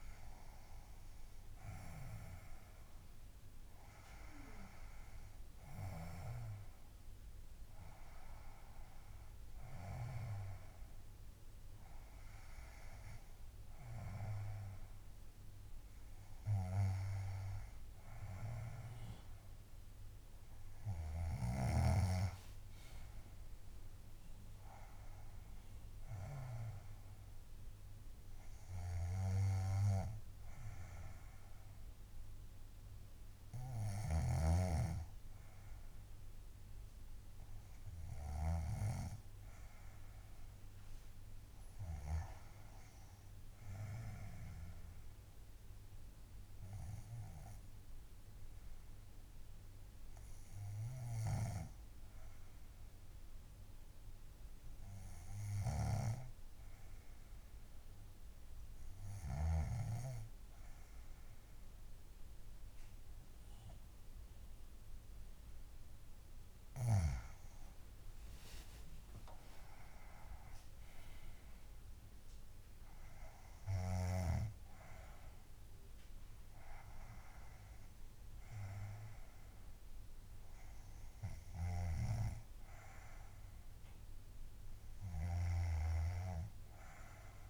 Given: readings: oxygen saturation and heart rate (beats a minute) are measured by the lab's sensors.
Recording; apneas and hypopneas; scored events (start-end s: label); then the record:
breathing in sleep by a room microphone; 1
0.00-15.00 s: oxygen desaturation (device-marked, oxygen 91% lowest, heart rate 58 extreme)
6.00-10.50 s: snoring (device-marked)
22.50-26.50 s: arousal
29.00-39.00 s: snoring (device-marked)
47.00-66.50 s: hypopnea (oxygen 100% before, 96% lowest, heart rate 65 before, 58 extreme, up 19 after)
51.50-60.00 s: snoring (device-marked)
68.00-72.00 s: arousal
68.50-70.50 s: long interval between heartbeats (device-marked, heart rate 65 before, 76 extreme)
82.00-87.50 s: snoring (device-marked)
From the record:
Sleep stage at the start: N2 (light sleep); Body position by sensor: on the back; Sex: female